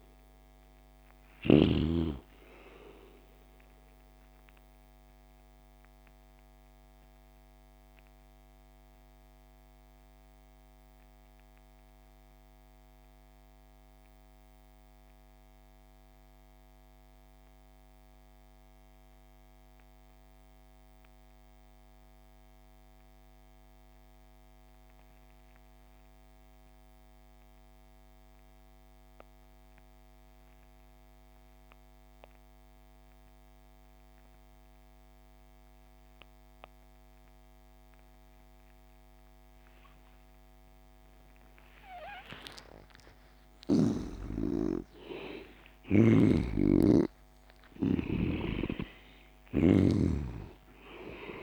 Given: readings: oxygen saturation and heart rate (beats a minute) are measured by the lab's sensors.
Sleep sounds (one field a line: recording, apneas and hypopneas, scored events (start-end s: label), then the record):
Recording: breathing in sleep by a microphone on the trachea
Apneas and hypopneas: 1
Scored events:
0.00-1.00 s: snoring (device-marked)
0.00-16.50 s: oxygen desaturation (device-marked, oxygen 73% lowest)
5.00-42.00 s: mixed apnea (oxygen 97% before, 73% lowest)
31.50-51.42 s: oxygen desaturation (device-marked, oxygen 98% before, 73% lowest)
43.00-47.50 s: arousal
45.50-51.42 s: snoring (device-marked)
From the record:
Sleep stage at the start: N2 (light sleep)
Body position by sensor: on the back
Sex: male